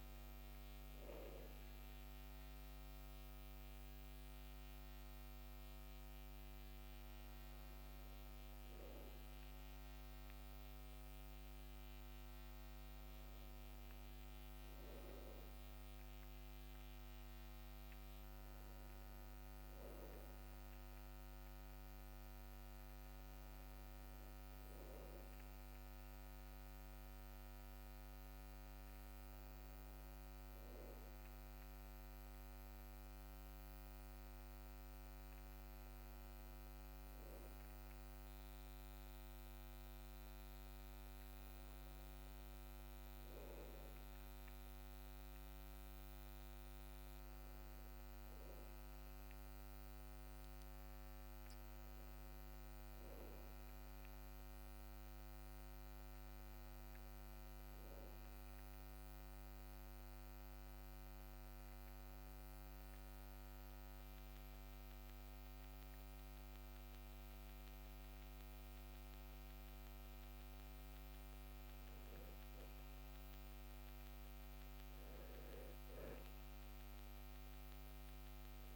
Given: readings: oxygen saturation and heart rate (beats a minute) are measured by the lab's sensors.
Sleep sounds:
breathing in sleep, hard to hear, by a microphone on the trachea; 1
30.50-36.00 s: arousal
59.00-72.00 s: hypopnea (oxygen 97% before, 93% lowest, heart rate 68 before, 55 extreme, up 11 after)
73.50-78.50 s: arousal
From the record:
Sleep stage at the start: N2 (light sleep); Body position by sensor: on the back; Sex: male

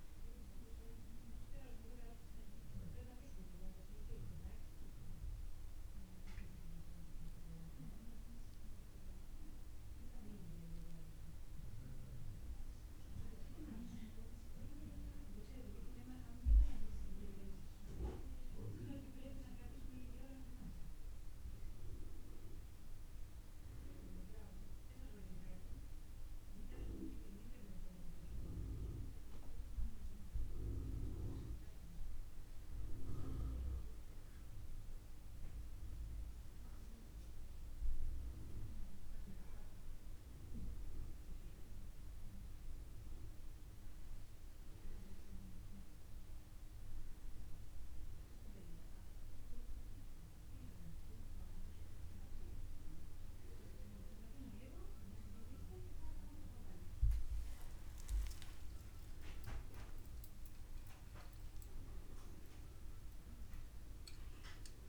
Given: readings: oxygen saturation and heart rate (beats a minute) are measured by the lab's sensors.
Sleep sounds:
breathing in sleep by a room microphone; none
0.00-9.00 s: oxygen desaturation (device-marked, oxygen 91% lowest, heart rate 30 extreme)
From the record:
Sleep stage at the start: N1 (lightest sleep); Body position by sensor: on the back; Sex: male

